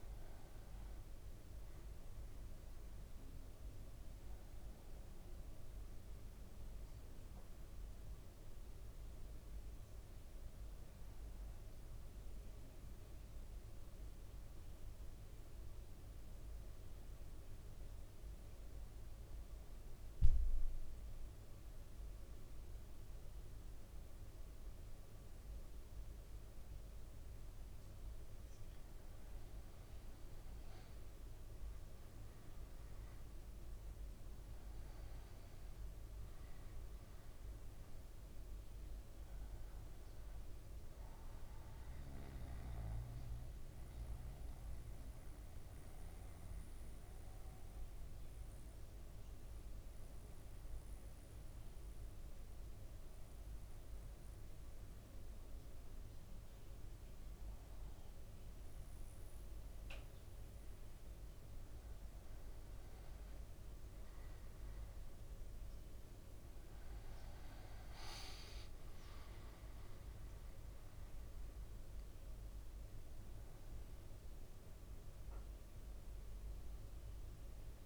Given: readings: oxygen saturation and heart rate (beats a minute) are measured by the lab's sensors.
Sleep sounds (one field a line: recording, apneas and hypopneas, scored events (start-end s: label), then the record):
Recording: breathing in sleep, hard to hear, by a room microphone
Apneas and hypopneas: 2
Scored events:
0.00-22.00 s: oxygen desaturation (device-marked, oxygen 94% lowest, heart rate 53 extreme)
13.50-28.00 s: central apnea (oxygen 97% before, 94% lowest, heart rate 56 before, 52 extreme, up 4 after)
30.50-35.50 s: arousal
35.00-55.00 s: oxygen desaturation (device-marked, oxygen 98% before, 94% lowest, heart rate 55 before, 52 extreme)
42.00-60.50 s: obstructive apnea (oxygen 99% before, 94% lowest, heart rate 56 before, 51 extreme, up 5 after)
63.00-68.00 s: arousal
From the record:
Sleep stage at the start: N2 (light sleep)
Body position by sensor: on the back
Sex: male